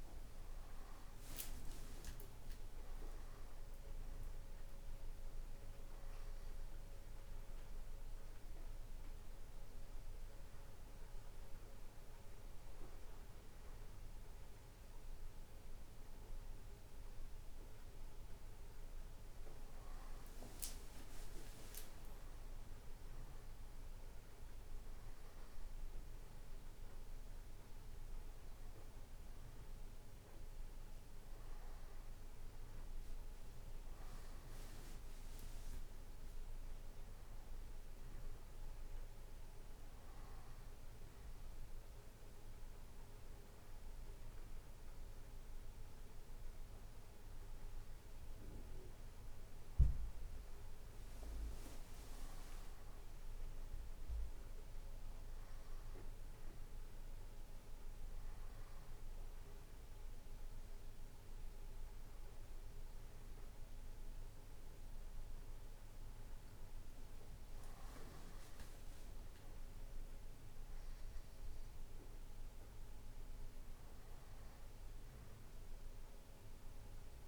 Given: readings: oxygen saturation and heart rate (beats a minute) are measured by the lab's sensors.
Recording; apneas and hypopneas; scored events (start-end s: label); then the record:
breathing in sleep, hard to hear, by a room microphone; none
none scored
From the record:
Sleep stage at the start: N2 (light sleep); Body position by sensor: on the right side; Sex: male